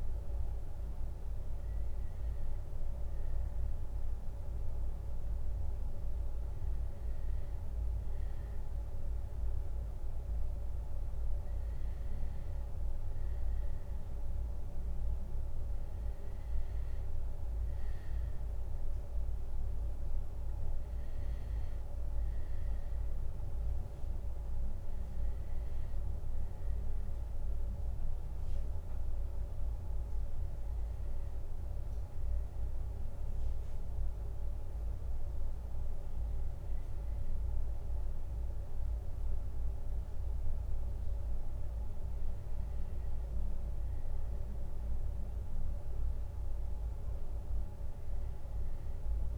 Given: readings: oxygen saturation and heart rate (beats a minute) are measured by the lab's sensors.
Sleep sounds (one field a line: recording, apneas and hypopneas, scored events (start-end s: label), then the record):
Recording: a person awake in a sleep study, hard to hear, by a room microphone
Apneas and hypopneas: none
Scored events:
none scored
From the record:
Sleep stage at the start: awake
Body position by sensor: on the left side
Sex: male